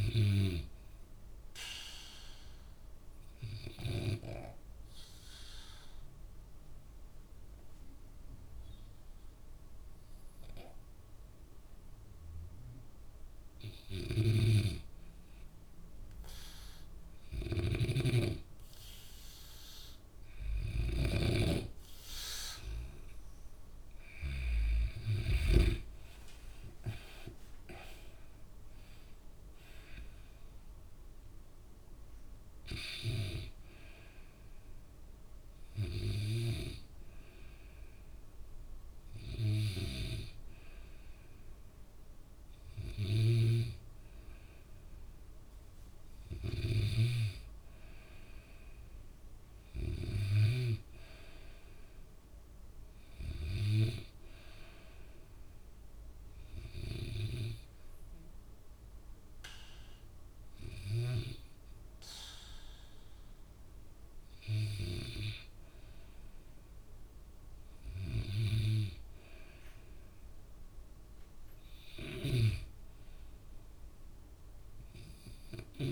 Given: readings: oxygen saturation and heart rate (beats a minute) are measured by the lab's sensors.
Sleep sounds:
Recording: breathing in sleep by a room microphone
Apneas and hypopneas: 2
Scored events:
1.00-14.50 s: obstructive apnea (oxygen 96% before, 91% lowest, heart rate 65 before, 61 extreme, up 0 after)
14.00-21.50 s: snoring (device-marked)
17.00-20.00 s: arousal
29.50-37.50 s: oxygen desaturation (device-marked, oxygen 95% before, 91% lowest, heart rate 66 before, 63 extreme)
43.00-47.00 s: snoring (device-marked)
51.00-55.00 s: arousal
57.50-69.50 s: hypopnea (oxygen 97% before, 93% lowest, heart rate 66 before, 62 extreme, up 6 after)
72.00-75.92 s: arousal
From the record:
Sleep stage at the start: N2 (light sleep)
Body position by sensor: on the back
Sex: male

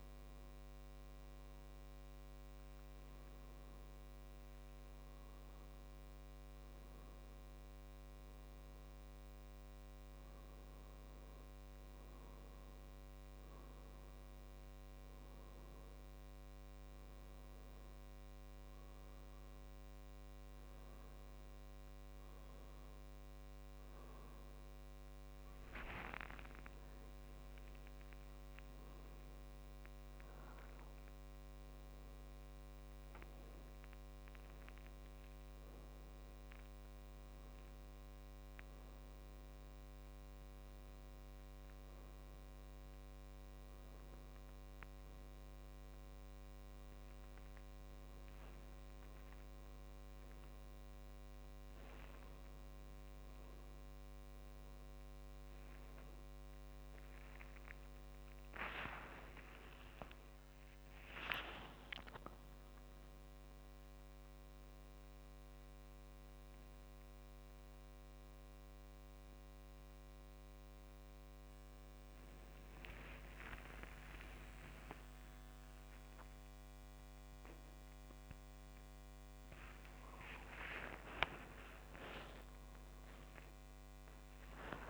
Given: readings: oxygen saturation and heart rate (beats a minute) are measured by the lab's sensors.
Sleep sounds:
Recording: a person awake in a sleep study, by a microphone on the trachea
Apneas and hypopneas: none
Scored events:
31.00-37.00 s: tachycardia (device-marked, heart rate 73 before, 115 extreme)
33.00-35.00 s: long interval between heartbeats (device-marked, heart rate 56 before, 70 extreme)
35.50-37.50 s: long interval between heartbeats (device-marked, heart rate 60 before, 115 extreme)
36.00-43.00 s: drop in pulse transit time (device-marked, heart rate 62 before, 58 extreme)
48.00-50.00 s: long interval between heartbeats (device-marked, heart rate 77 before, 68 extreme)
60.00-62.00 s: long interval between heartbeats (device-marked, heart rate 69 before, 70 extreme)
73.50-75.50 s: long interval between heartbeats (device-marked, heart rate 66 before, 72 extreme)
75.00-84.90 s: tachycardia (device-marked, heart rate 75 before, 158 extreme)
78.50-80.50 s: long interval between heartbeats (device-marked, heart rate 69 before, 102 extreme)
81.00 s: drop in pulse transit time (device-marked)
81.00-83.00 s: long interval between heartbeats (device-marked, heart rate 76 before, 139 extreme)
From the record:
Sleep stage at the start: awake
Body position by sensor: on the right side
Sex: male

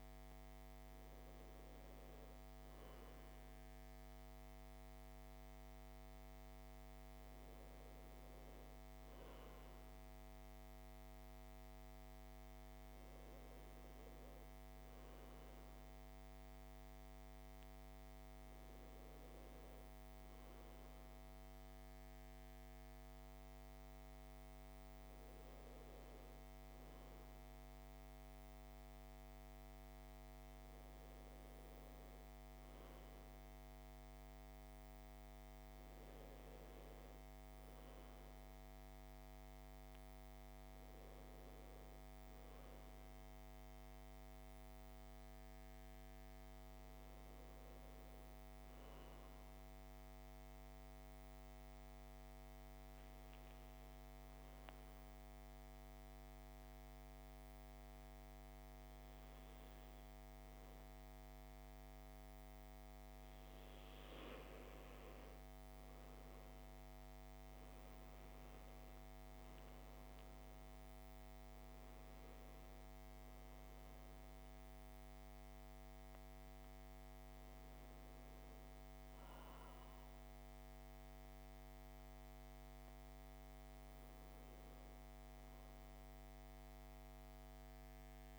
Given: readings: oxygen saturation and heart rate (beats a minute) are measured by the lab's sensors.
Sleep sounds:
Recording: breathing in sleep, hard to hear, by a microphone on the trachea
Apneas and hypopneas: 1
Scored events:
30.00-88.39 s: new sleep stage, N2 (light sleep)
43.00-46.50 s: arousal
49.00-62.50 s: obstructive apnea (oxygen 96% before, 91% lowest, heart rate 60 before, 58 extreme, up 5 after)
66.50-71.00 s: arousal
71.00-88.00 s: oxygen desaturation (device-marked, oxygen 96% before, 91% lowest, heart rate 60 before, 58 extreme)
From the record:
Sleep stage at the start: N1 (lightest sleep)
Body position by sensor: on the back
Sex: male

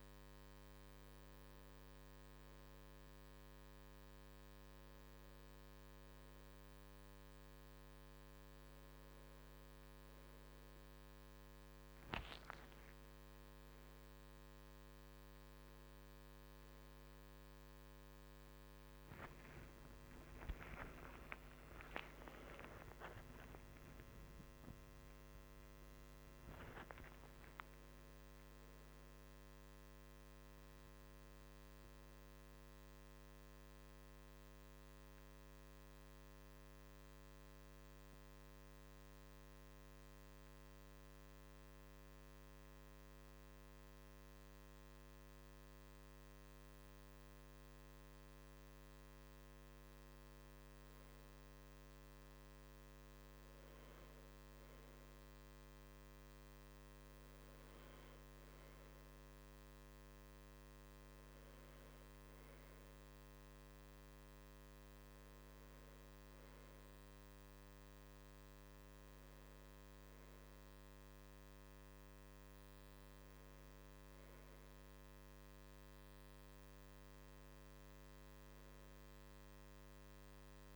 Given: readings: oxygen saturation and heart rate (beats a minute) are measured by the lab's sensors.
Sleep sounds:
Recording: breathing in sleep, hard to hear, by a microphone on the trachea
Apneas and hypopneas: 1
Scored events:
20.00-27.00 s: arousal
33.00-49.00 s: mixed apnea (oxygen 96% before, 94% lowest, heart rate 61 before, 44 extreme, up 10 after)
51.00-55.50 s: arousal
61.00-77.00 s: oxygen desaturation (device-marked, oxygen 97% before, 94% lowest, heart rate 50 before, 50 extreme)
From the record:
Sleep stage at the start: N2 (light sleep)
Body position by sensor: on the right side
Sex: male

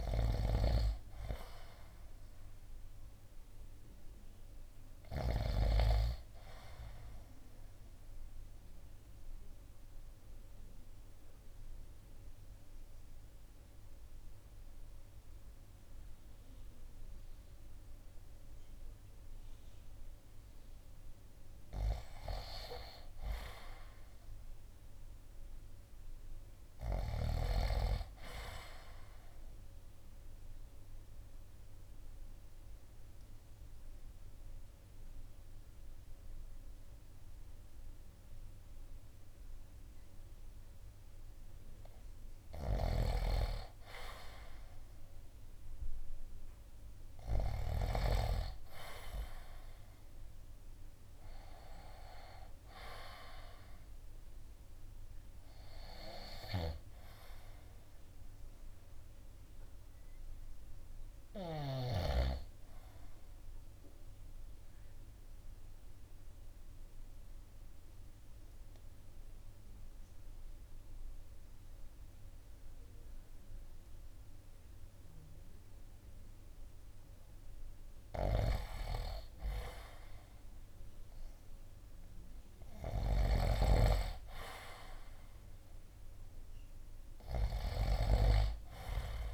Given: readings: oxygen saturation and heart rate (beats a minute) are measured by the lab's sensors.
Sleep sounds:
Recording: breathing in sleep by a room microphone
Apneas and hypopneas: 3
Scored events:
4.50-12.50 s: oxygen desaturation (device-marked, oxygen 96% before, 91% lowest, heart rate 59 before, 54 extreme)
7.00-21.50 s: obstructive apnea (oxygen 96% before, 91% lowest, heart rate 59 before, 54 extreme, up 3 after)
23.00-26.50 s: arousal
29.00-42.50 s: obstructive apnea (oxygen 96% before, 90% lowest, heart rate 57 before, 55 extreme, up 6 after)
41.50-51.50 s: oxygen desaturation (device-marked, oxygen 96% before, 91% lowest, heart rate 57 before, 55 extreme)
42.50-47.50 s: snoring (device-marked)
45.00-50.00 s: arousal
49.50-62.50 s: drop in pulse transit time (device-marked, heart rate 57 before, 56 extreme)
62.50-77.50 s: obstructive apnea (oxygen 96% before, 90% lowest, heart rate 59 before, 55 extreme, up 4 after)
67.50-74.50 s: oxygen desaturation (device-marked, oxygen 95% before, 91% lowest, heart rate 59 before, 56 extreme)
79.50-84.00 s: arousal
82.50-89.34 s: snoring (device-marked)
From the record:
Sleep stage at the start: N2 (light sleep)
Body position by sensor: on the right side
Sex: male

